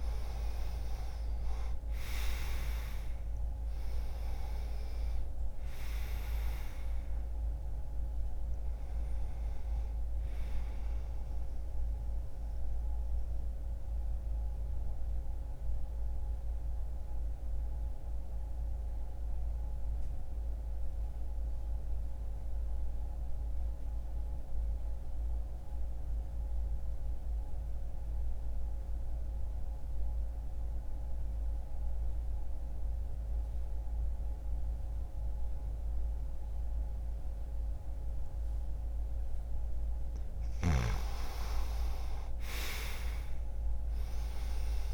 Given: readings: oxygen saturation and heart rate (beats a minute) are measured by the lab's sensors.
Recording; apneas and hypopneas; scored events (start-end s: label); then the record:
breathing in sleep by a room microphone; 1
0.00-1.50 s: arousal
1.00-19.00 s: oxygen desaturation (device-marked, oxygen 97% before, 90% lowest, heart rate 62 before, 59 extreme)
12.00-40.00 s: obstructive apnea (oxygen 97% before, 87% lowest, heart rate 61 before, 59 extreme, up 0 after)
24.00-35.00 s: oxygen desaturation (device-marked, oxygen 91% before, 87% lowest, heart rate 60 before, 60 extreme)
41.50-44.94 s: arousal
From the record:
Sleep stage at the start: N2 (light sleep); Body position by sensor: on the back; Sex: male